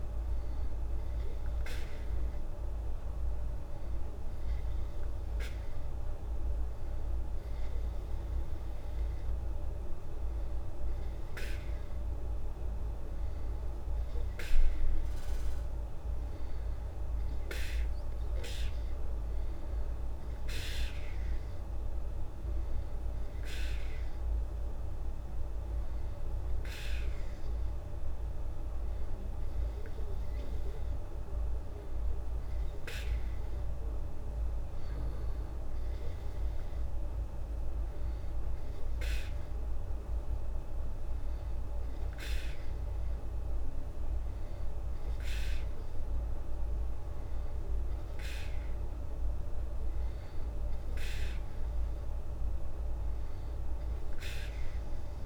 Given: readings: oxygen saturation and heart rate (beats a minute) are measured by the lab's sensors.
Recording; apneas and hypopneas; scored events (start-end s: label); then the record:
breathing in sleep, hard to hear, by a room microphone; none
none scored
From the record:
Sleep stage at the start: N2 (light sleep); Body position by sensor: on the back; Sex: female